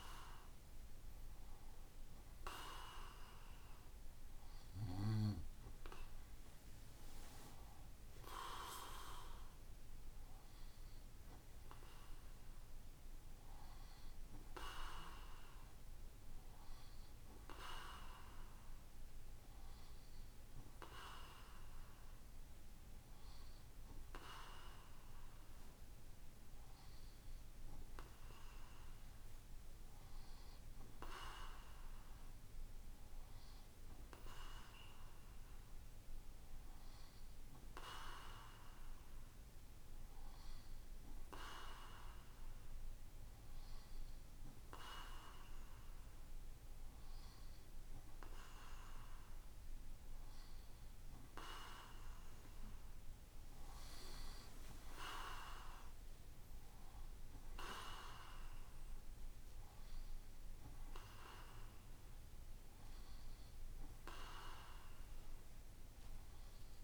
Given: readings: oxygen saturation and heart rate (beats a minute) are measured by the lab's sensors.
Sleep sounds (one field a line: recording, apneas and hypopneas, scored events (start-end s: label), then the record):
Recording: breathing in sleep by a room microphone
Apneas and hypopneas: none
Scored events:
5.50-10.00 s: arousal
From the record:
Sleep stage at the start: N2 (light sleep)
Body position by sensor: on the right side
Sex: male